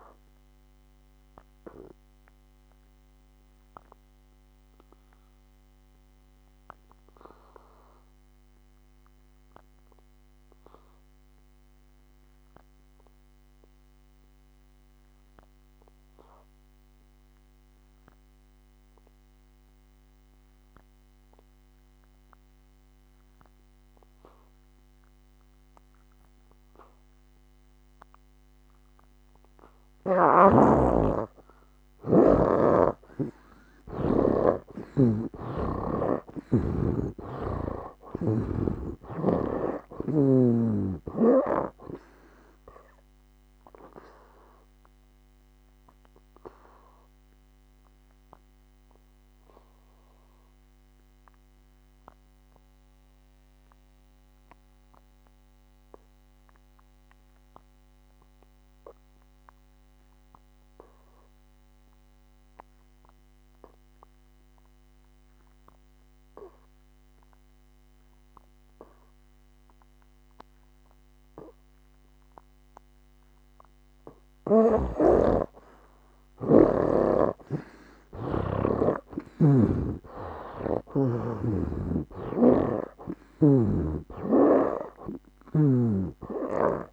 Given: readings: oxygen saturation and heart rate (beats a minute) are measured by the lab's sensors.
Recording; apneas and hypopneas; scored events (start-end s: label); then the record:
breathing in sleep by a microphone on the trachea; 2
0.00-29.00 s: oxygen desaturation (device-marked, oxygen 78% lowest, heart rate 57 extreme)
1.50-31.50 s: obstructive apnea (oxygen 99% before, 71% lowest, heart rate 67 before, 57 extreme, up 16 after)
34.00-71.00 s: oxygen desaturation (device-marked, oxygen 96% before, 71% lowest, heart rate 59 before, 58 extreme)
34.50-38.50 s: arousal
44.50-74.00 s: obstructive apnea (oxygen 96% before, 71% lowest, heart rate 66 before, 58 extreme, up 12 after)
77.50-82.00 s: arousal
79.50-86.00 s: snoring (device-marked)
84.00-86.93 s: oxygen desaturation (device-marked, oxygen 95% before, 73% lowest, heart rate 63 before, 58 extreme)
From the record:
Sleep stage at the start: N2 (light sleep); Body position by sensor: on the back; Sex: male